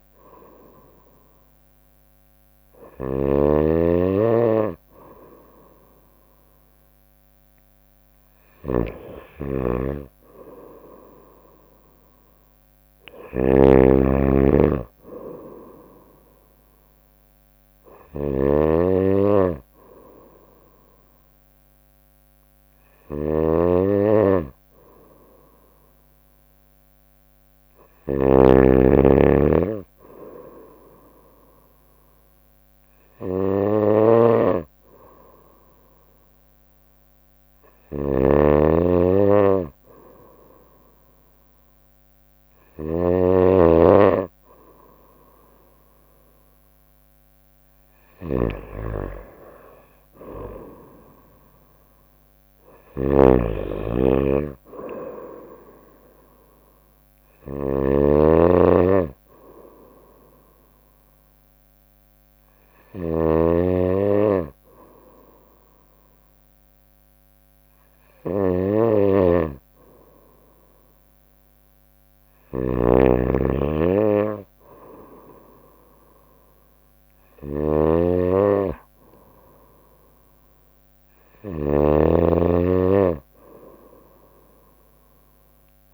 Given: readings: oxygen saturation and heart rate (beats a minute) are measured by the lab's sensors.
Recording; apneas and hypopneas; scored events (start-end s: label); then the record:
breathing in sleep by a microphone on the trachea; none
0.00-85.94 s: snoring (device-marked)
80.00-85.94 s: drop in pulse transit time (device-marked, heart rate 64 before, 65 extreme)
From the record:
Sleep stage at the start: N2 (light sleep); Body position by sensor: on the right side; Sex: female